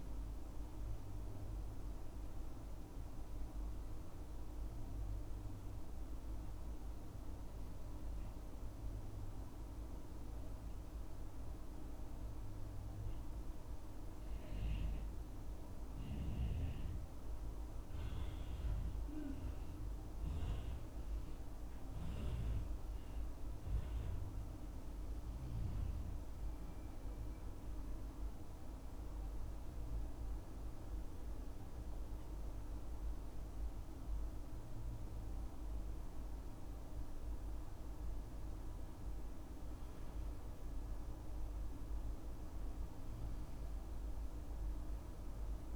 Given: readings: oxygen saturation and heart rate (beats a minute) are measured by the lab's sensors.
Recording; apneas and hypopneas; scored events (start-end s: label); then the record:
breathing in sleep, hard to hear, by a room microphone; 2
7.00-18.00 s: obstructive apnea (oxygen 97% before, 95% lowest, heart rate 66 before, 64 extreme, up 5 after)
21.50-24.50 s: arousal
25.00-43.00 s: oxygen desaturation (device-marked, oxygen 99% before, 95% lowest, heart rate 66 before, 64 extreme)
28.00-38.50 s: obstructive apnea (oxygen 99% before, 95% lowest, heart rate 67 before, 64 extreme, up 5 after)
42.50-45.50 s: arousal
From the record:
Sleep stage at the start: N2 (light sleep); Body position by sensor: on the back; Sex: male